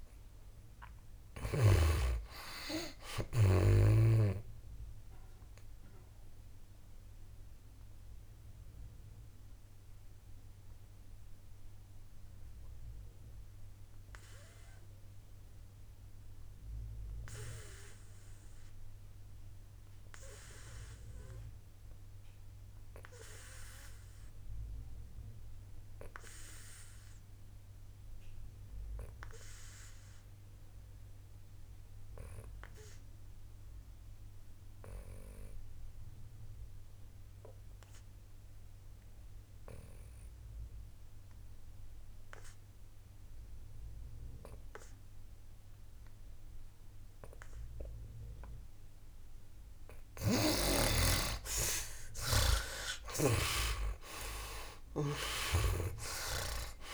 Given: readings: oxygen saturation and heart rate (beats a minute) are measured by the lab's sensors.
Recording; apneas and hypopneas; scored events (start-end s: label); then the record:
breathing in sleep by a room microphone; 1
0.00-31.50 s: oxygen desaturation (device-marked, oxygen 77% lowest, heart rate 57 extreme)
6.00-50.00 s: obstructive apnea (oxygen 98% before, 74% lowest, heart rate 67 before, 57 extreme, up 14 after)
37.50-56.94 s: oxygen desaturation (device-marked, oxygen 98% before, 74% lowest, heart rate 59 before, 59 extreme)
53.00-56.94 s: arousal
53.00-56.94 s: snoring (device-marked)
From the record:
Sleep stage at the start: N2 (light sleep); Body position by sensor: on the back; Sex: male